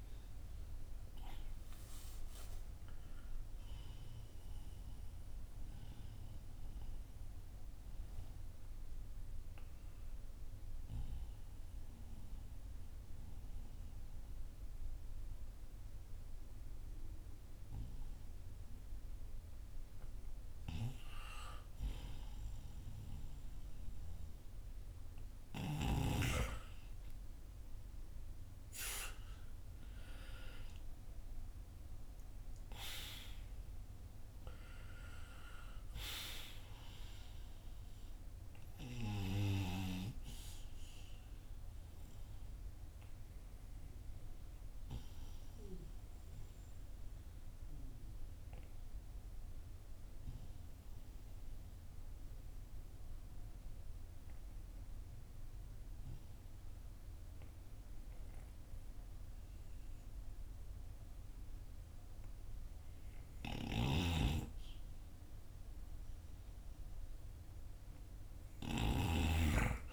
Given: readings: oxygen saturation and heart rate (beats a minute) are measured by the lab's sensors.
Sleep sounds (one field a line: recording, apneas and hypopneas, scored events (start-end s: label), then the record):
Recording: breathing in sleep by a room microphone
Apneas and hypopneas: 2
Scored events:
4.50-20.50 s: obstructive apnea (oxygen 96% before, 91% lowest, heart rate 59 before, 40 extreme)
28.00-32.50 s: arousal
34.50-63.50 s: oxygen desaturation (device-marked, oxygen 96% before, 91% lowest, heart rate 50 before, 34 extreme)
41.00-63.00 s: obstructive apnea (oxygen 96% before, 90% lowest, heart rate 50 before, 34 extreme, up 22 after)
63.00-69.00 s: snoring (device-marked)
From the record:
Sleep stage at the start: N2 (light sleep)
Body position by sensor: on the back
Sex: male